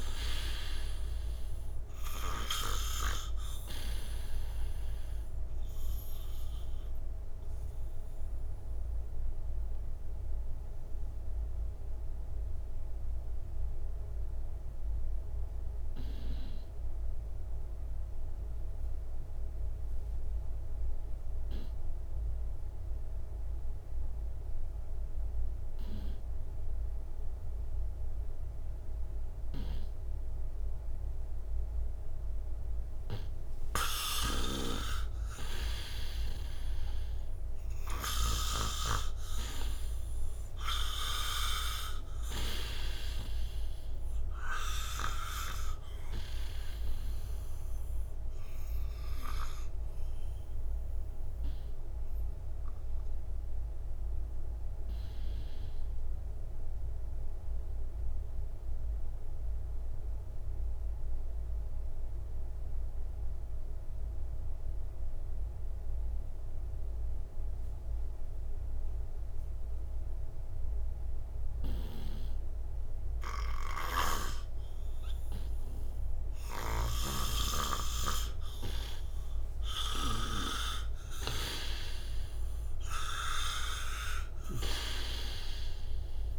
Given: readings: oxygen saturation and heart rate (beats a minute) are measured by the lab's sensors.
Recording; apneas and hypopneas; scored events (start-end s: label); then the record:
breathing in sleep by a room microphone; 2
0.00-24.50 s: oxygen desaturation (device-marked, oxygen 86% lowest, heart rate 56 extreme)
6.50-33.50 s: obstructive apnea (oxygen 98% before, 86% lowest, heart rate 68 before, 56 extreme, up 14 after)
34.00-38.50 s: arousal
34.00-42.50 s: snoring (device-marked)
36.50-66.50 s: oxygen desaturation (device-marked, oxygen 98% before, 86% lowest, heart rate 63 before, 56 extreme)
47.00-77.00 s: obstructive apnea (oxygen 98% before, 86% lowest, heart rate 65 before, 56 extreme, up 7 after)
71.50-77.00 s: snoring (device-marked)
79.00-83.00 s: arousal
82.50-86.39 s: oxygen desaturation (device-marked, oxygen 97% before, 87% lowest, heart rate 58 before, 56 extreme)
84.00-86.39 s: snoring (device-marked)
From the record:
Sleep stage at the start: N2 (light sleep); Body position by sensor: on the right side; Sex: male